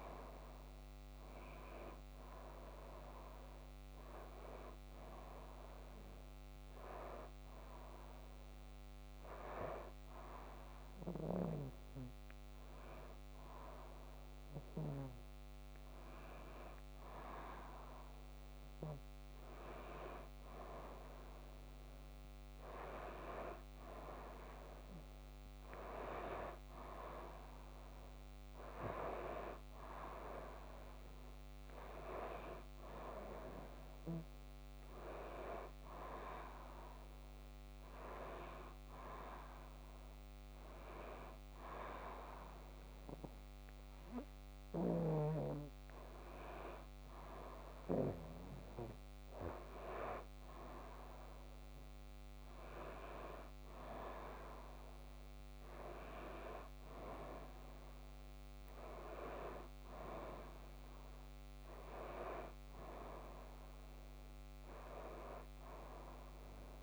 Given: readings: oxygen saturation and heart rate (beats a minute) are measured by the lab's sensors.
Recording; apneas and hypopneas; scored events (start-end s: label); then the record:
a person partly awake in a sleep study, by a microphone on the trachea; none
36.00-66.00 s: new sleep stage, awake
66.00-66.83 s: new sleep stage, N2 (light sleep)
From the record:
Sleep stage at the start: N2 (light sleep); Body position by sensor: on the back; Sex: female